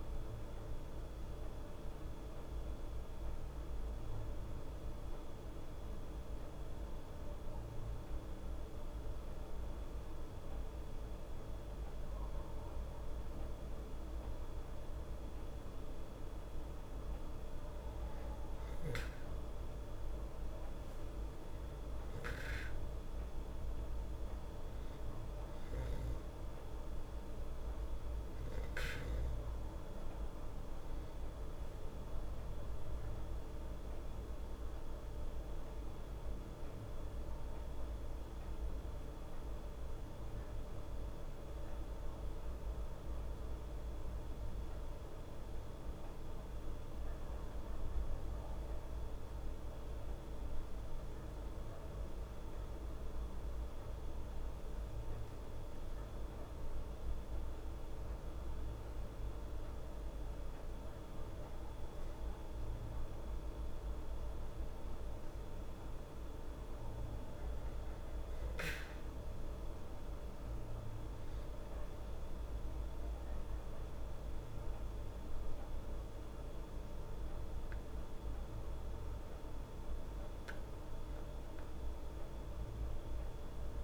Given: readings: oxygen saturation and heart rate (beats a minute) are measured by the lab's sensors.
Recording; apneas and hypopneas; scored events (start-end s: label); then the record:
breathing in sleep, hard to hear, by a room microphone; 2
4.50-18.00 s: hypopnea (oxygen 98% before, 95% lowest, heart rate 73 before, 71 extreme, up 4 after)
22.00-27.00 s: arousal
41.50-52.50 s: hypopnea (oxygen 98% before, 95% lowest, heart rate 75 before, 72 extreme, up 3 after)
55.00-59.50 s: arousal
From the record:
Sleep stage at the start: N2 (light sleep); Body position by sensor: on the back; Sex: female